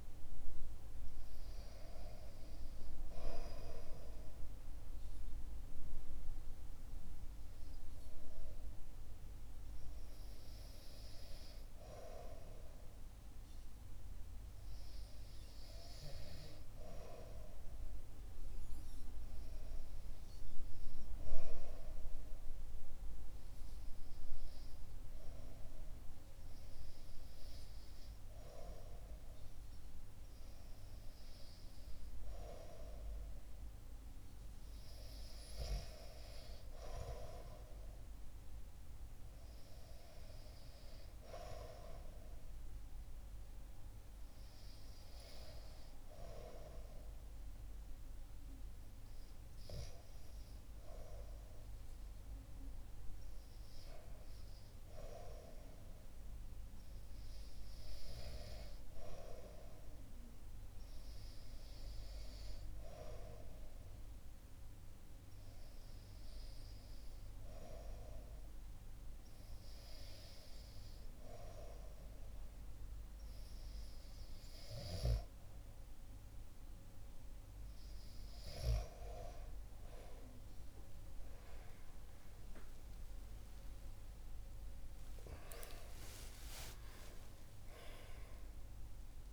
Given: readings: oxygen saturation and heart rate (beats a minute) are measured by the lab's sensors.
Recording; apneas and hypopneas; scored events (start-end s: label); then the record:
breathing in sleep by a room microphone; 1
64.00-76.50 s: hypopnea (oxygen 95% before, 93% lowest, heart rate 70 before, 69 extreme, up 5 after)
81.50-86.00 s: arousal
From the record:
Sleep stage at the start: REM sleep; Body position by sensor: on the back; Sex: male